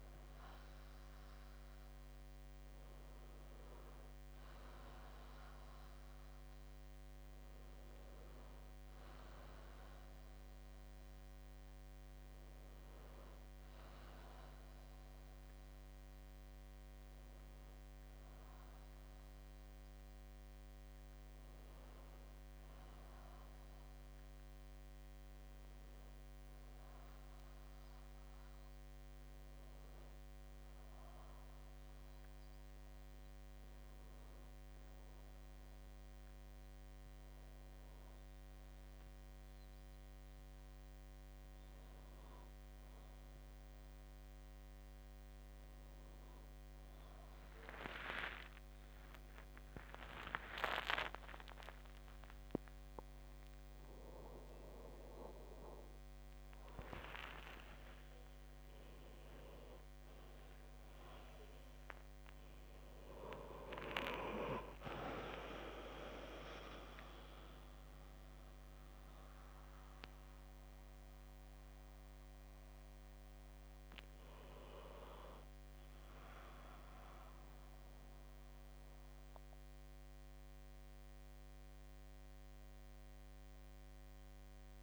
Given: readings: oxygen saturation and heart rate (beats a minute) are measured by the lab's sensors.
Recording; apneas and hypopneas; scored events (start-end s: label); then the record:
breathing in sleep by a microphone on the trachea; 1
0.00-4.50 s: arousal
30.50-44.00 s: hypopnea (oxygen 97% before, 95% lowest, heart rate 67 before, 65 extreme, up 27 after)
49.50-55.50 s: arousal
51.50-84.83 s: new sleep stage, N1 (lightest sleep)
52.50-54.50 s: long interval between heartbeats (device-marked, heart rate 67 before, 105 extreme)
55.50-57.50 s: long interval between heartbeats (device-marked, heart rate 74 before, 125 extreme)
From the record:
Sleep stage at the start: N2 (light sleep); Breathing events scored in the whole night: 110 in 3.6 hours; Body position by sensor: on the back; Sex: male